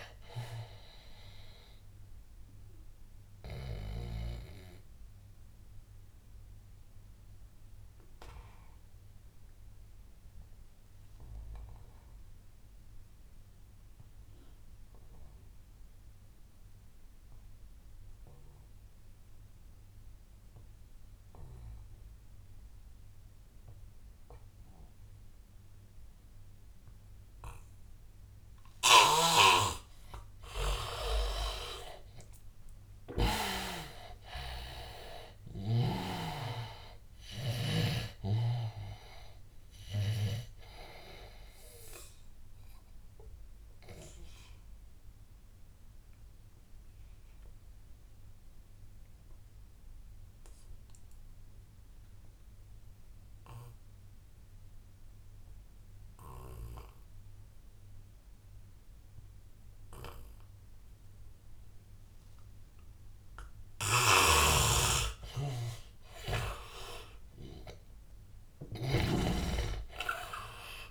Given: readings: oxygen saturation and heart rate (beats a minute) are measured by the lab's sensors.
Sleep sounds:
breathing in sleep by a room microphone; 2
0.00-10.50 s: oxygen desaturation (device-marked, oxygen 80% lowest, heart rate 81 extreme)
3.50-30.50 s: obstructive apnea (oxygen 100% before, 80% lowest, heart rate 91 before, 81 extreme, up 14 after)
21.50-53.50 s: oxygen desaturation (device-marked, oxygen 100% before, 80% lowest, heart rate 92 before, 77 extreme)
29.00-33.50 s: snoring (device-marked)
32.00-36.00 s: arousal
42.00-65.00 s: obstructive apnea (oxygen 100% before, 80% lowest, heart rate 87 before, 75 extreme, up 19 after)
63.50-70.91 s: oxygen desaturation (device-marked, oxygen 100% before, 81% lowest, heart rate 88 before, 75 extreme)
64.00-70.91 s: snoring (device-marked)
68.50-70.91 s: arousal
From the record:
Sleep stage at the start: N2 (light sleep); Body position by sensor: on the back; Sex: male

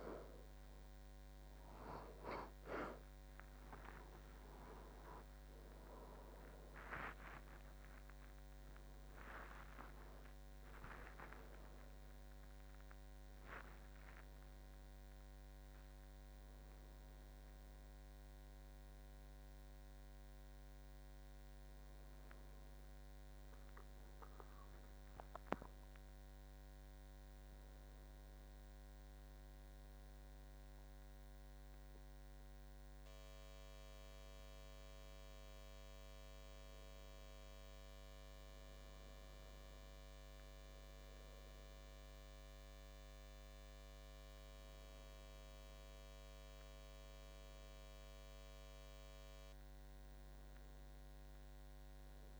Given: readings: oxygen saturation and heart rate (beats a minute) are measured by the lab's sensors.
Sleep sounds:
a person partly awake in a sleep study, by a microphone on the trachea; none
26.00-52.40 s: new sleep stage, N1 (lightest sleep)
From the record:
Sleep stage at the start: awake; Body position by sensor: on the back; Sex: male

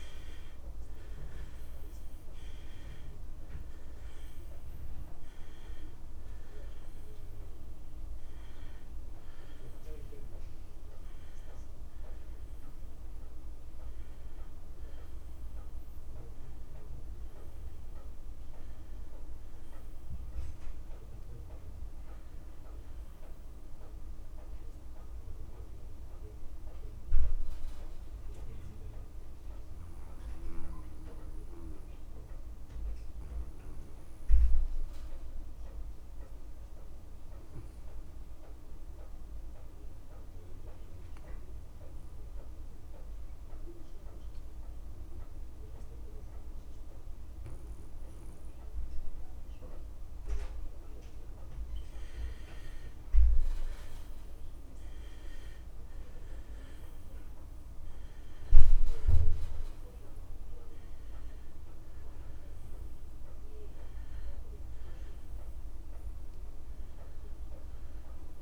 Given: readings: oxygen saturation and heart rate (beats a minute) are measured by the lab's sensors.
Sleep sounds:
breathing in sleep, hard to hear, by a room microphone; 1
0.00-30.50 s: oxygen desaturation (device-marked, oxygen 74% lowest)
26.50-50.50 s: obstructive apnea (oxygen 82% before, 85% lowest)
49.50-68.42 s: oxygen desaturation (device-marked, oxygen 99% before, 85% lowest)
52.50-57.00 s: arousal
From the record:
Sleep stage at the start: N2 (light sleep); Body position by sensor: on the back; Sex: male

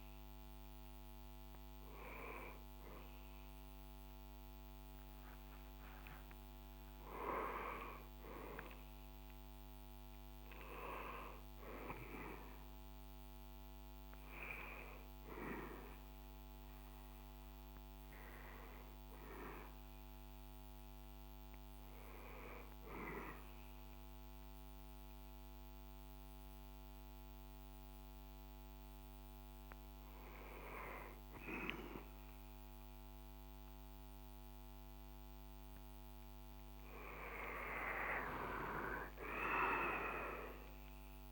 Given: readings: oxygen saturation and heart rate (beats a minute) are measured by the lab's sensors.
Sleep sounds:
a person awake in a sleep study, by a microphone on the trachea; none
none scored
From the record:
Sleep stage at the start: awake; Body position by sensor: on the back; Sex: male

